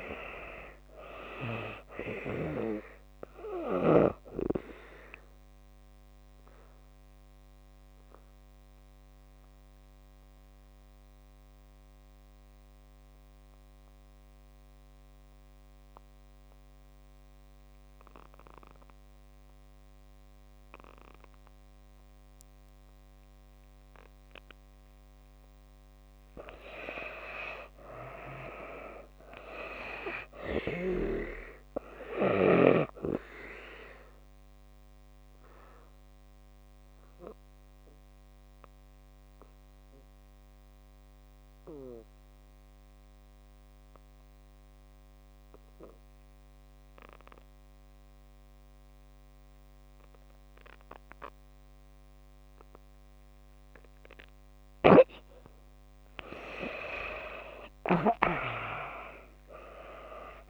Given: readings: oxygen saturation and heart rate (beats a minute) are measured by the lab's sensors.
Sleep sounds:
breathing in sleep by a microphone on the trachea; 2
0.00-23.50 s: oxygen desaturation (device-marked, oxygen 73% lowest)
5.50-24.50 s: obstructive apnea (oxygen 97% before, 73% lowest)
25.50-52.50 s: oxygen desaturation (device-marked, oxygen 96% before, 75% lowest)
26.50-29.50 s: arousal
34.50-54.50 s: obstructive apnea (oxygen 96% before, 74% lowest)
54.50-60.50 s: oxygen desaturation (device-marked, oxygen 96% before, 74% lowest)
56.50-60.00 s: arousal
From the record:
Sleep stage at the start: N2 (light sleep); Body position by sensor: on the back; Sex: female

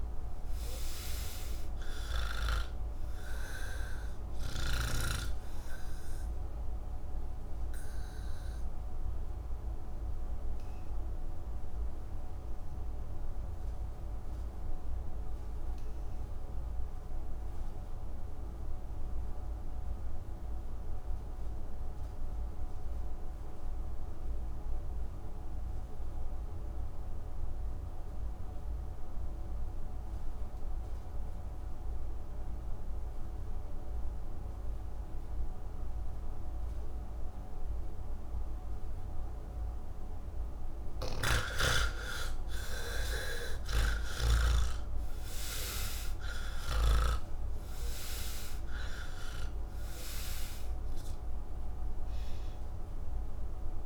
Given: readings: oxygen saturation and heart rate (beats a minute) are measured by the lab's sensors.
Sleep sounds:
breathing in sleep by a room microphone; 1
0.00-21.00 s: oxygen desaturation (device-marked, oxygen 66% lowest, heart rate 57 extreme)
6.00-40.00 s: obstructive apnea (oxygen 86% before, 66% lowest, heart rate 120 before, 83 extreme)
26.00-53.86 s: oxygen desaturation (device-marked, oxygen 98% before, 69% lowest, heart rate 137 before, 55 extreme)
43.50-47.00 s: snoring (device-marked)
From the record:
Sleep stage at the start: N1 (lightest sleep); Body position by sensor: on the back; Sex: male

